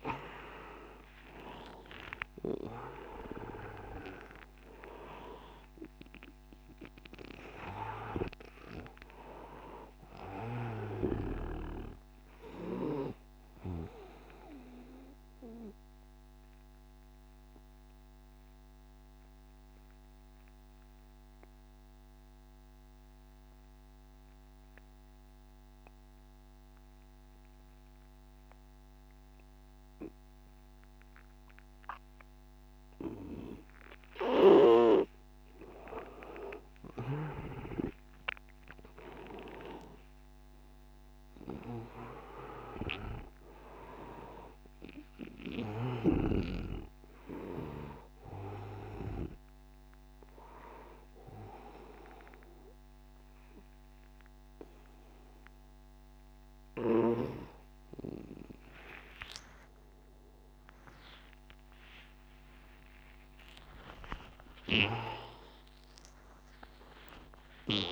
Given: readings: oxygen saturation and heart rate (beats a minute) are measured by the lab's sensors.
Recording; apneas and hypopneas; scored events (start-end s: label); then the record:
breathing in sleep by a microphone on the trachea; 1
0.00-2.00 s: arousal
0.00-17.50 s: oxygen desaturation (device-marked, oxygen 83% lowest, heart rate 87 extreme)
15.00-34.50 s: obstructive apnea (oxygen 97% before, 83% lowest, heart rate 93 before, 87 extreme, up 8 after)
33.50-56.50 s: oxygen desaturation (device-marked, oxygen 99% before, 86% lowest, heart rate 92 before, 92 extreme)
51.50-67.92 s: new sleep stage, awake
From the record:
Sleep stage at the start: N2 (light sleep); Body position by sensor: on the right side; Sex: male